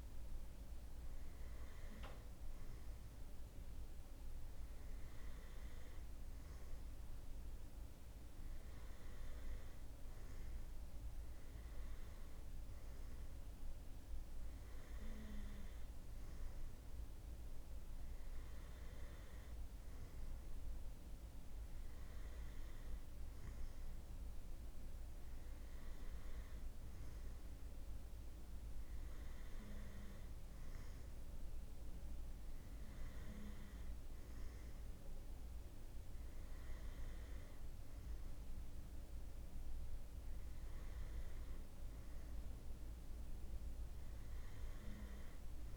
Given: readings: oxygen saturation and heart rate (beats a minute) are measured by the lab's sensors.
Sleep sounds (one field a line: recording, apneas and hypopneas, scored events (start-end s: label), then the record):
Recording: breathing in sleep, hard to hear, by a room microphone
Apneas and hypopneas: none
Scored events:
none scored
From the record:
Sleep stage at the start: N2 (light sleep)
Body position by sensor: on the right side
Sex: male